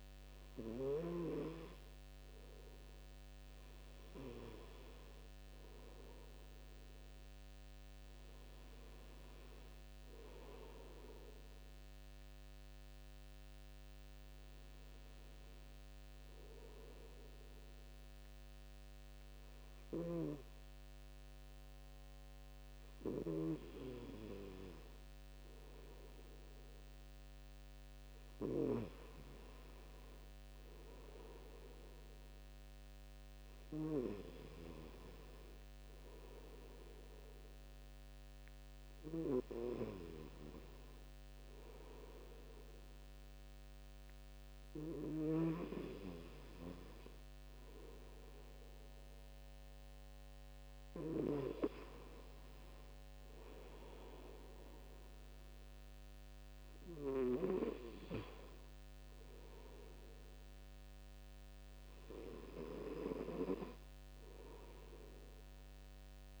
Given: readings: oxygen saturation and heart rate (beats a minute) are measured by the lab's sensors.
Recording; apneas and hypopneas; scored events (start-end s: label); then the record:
breathing in sleep by a microphone on the trachea; none
0.00-4.00 s: oxygen desaturation (device-marked, oxygen 95% lowest, heart rate 68 extreme)
From the record:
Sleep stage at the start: N2 (light sleep); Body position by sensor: on the front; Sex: male